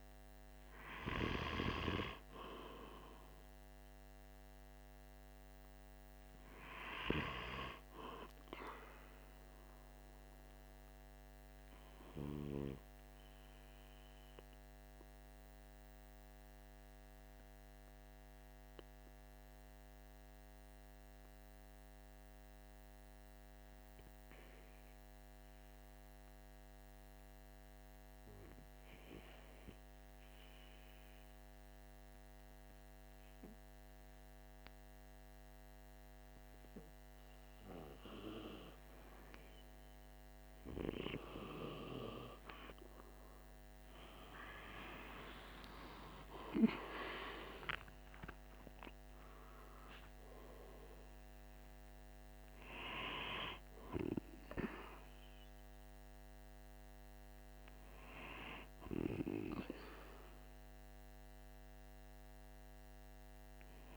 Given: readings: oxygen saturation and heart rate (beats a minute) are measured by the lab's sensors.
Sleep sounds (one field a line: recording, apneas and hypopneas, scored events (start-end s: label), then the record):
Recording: breathing in sleep by a microphone on the trachea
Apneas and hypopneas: 1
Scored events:
10.50-38.50 s: obstructive apnea (oxygen 96% before, 92% lowest, heart rate 47 before, 45 extreme, up 3 after)
47.50-63.96 s: new sleep stage, N2 (light sleep)
49.50-63.96 s: oxygen desaturation (device-marked, oxygen 97% before, 92% lowest, heart rate 47 before, 44 extreme)
From the record:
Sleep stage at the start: REM sleep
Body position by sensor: on the right side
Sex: male